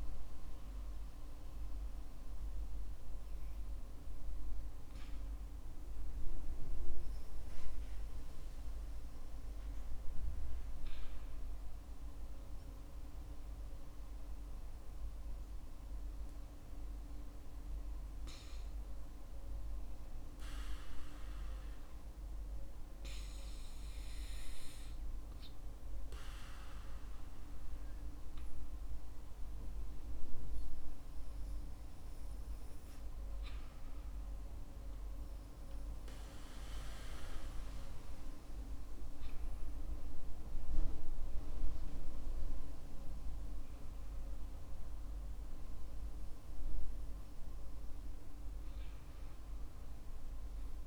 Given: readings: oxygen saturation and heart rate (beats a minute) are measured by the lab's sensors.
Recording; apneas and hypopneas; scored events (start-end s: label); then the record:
breathing in sleep, hard to hear, by a room microphone; 1
4.50-26.00 s: hypopnea (oxygen 95% before, 92% lowest, heart rate 60 before, 54 extreme, up 7 after)
28.00-31.00 s: arousal
From the record:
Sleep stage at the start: N2 (light sleep); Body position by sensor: on the back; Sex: male